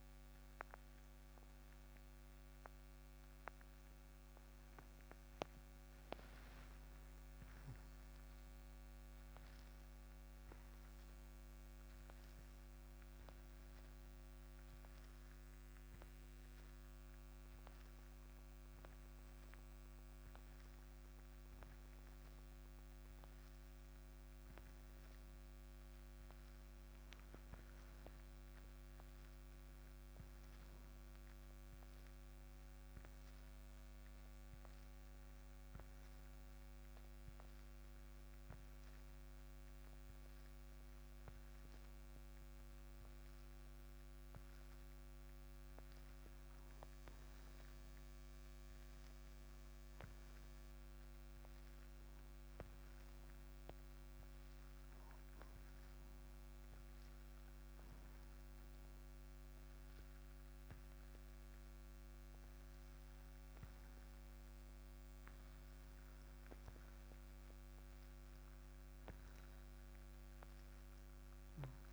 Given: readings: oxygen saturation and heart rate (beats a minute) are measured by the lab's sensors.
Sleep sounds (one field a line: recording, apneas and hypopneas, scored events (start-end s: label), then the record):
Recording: breathing in sleep, hard to hear, by a microphone on the trachea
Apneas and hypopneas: 1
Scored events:
0.00-20.50 s: oxygen desaturation (device-marked, oxygen 74% lowest, heart rate 69 extreme)
56.00-67.00 s: hypopnea (oxygen 98% before, 93% lowest, heart rate 122 before, 28 extreme, up 36 after)
59.50-71.93 s: new sleep stage, N2 (light sleep)
70.00-71.93 s: arousal
From the record:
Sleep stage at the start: N1 (lightest sleep)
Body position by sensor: on the right side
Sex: male